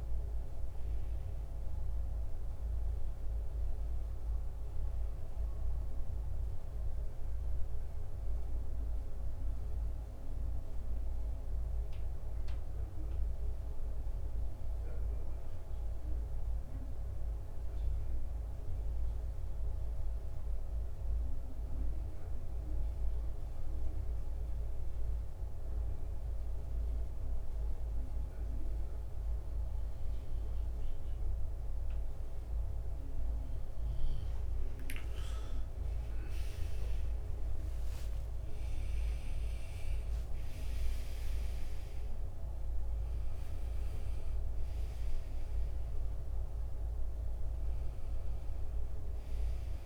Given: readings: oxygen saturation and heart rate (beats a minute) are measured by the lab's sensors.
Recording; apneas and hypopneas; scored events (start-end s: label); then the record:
breathing in sleep, hard to hear, by a room microphone; 2
0.00-10.00 s: oxygen desaturation (device-marked, oxygen 87% lowest, heart rate 71 extreme)
1.00-11.00 s: hypopnea (oxygen 94% before, 86% lowest, heart rate 80 before, 71 extreme, up 3 after)
13.00-16.00 s: arousal
19.50-32.50 s: obstructive apnea (oxygen 94% before, 86% lowest, heart rate 75 before, 72 extreme, up 12 after)
29.00-49.86 s: oxygen desaturation (device-marked, oxygen 94% before, 86% lowest, heart rate 73 before, 69 extreme)
34.00-49.86 s: new sleep stage, N1 (lightest sleep)
34.50-40.00 s: arousal
From the record:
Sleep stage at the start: N2 (light sleep); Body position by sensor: on the back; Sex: male